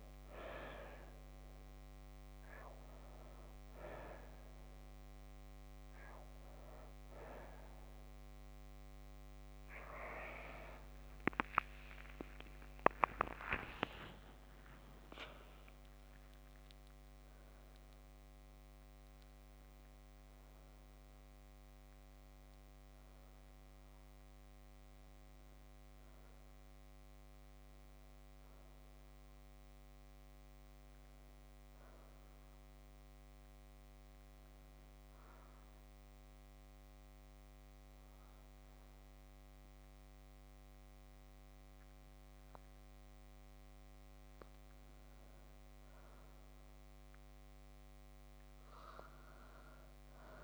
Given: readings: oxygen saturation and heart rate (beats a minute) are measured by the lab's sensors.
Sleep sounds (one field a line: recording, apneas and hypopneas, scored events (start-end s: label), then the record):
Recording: breathing in sleep by a microphone on the trachea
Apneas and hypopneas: 1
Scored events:
12.00-17.00 s: arousal
35.00-45.50 s: obstructive apnea (oxygen 96% before, 90% lowest, heart rate 52 before, 28 extreme, up 0 after)
48.50-50.44 s: arousal
From the record:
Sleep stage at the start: N2 (light sleep)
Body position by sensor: on the back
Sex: female